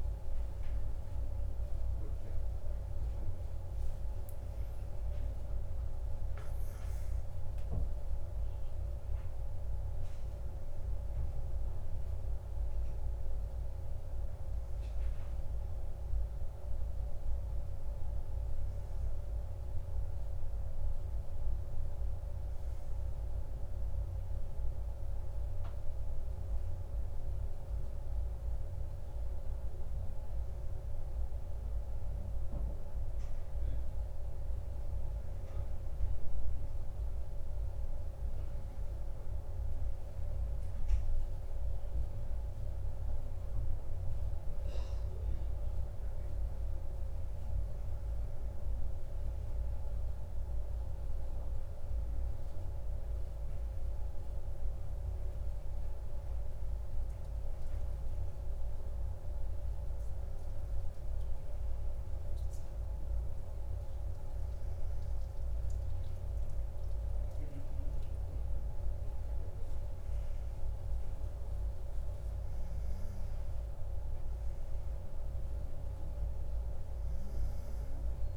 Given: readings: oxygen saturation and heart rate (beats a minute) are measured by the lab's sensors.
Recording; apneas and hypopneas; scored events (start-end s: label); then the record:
breathing in sleep, hard to hear, by a room microphone; none
4.50-9.00 s: arousal
From the record:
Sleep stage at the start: N1 (lightest sleep); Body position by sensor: on the right side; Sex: male